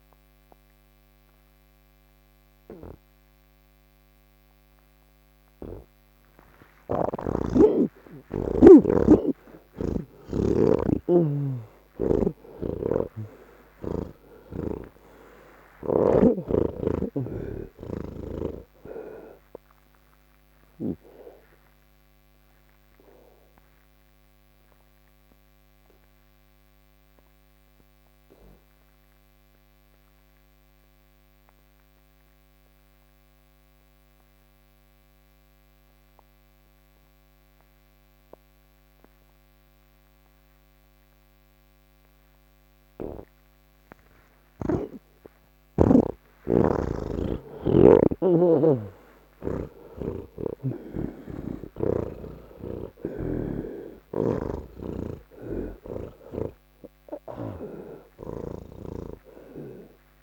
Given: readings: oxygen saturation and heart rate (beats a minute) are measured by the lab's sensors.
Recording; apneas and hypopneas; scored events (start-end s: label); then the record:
breathing in sleep by a microphone on the trachea; none
0.00-8.00 s: oxygen desaturation (device-marked, oxygen 82% lowest, heart rate 71 extreme)
21.00-48.00 s: oxygen desaturation (device-marked, oxygen 94% before, 79% lowest, heart rate 77 before, 71 extreme)
54.00-58.50 s: snoring (device-marked)
From the record:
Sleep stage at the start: N2 (light sleep); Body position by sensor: on the back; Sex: male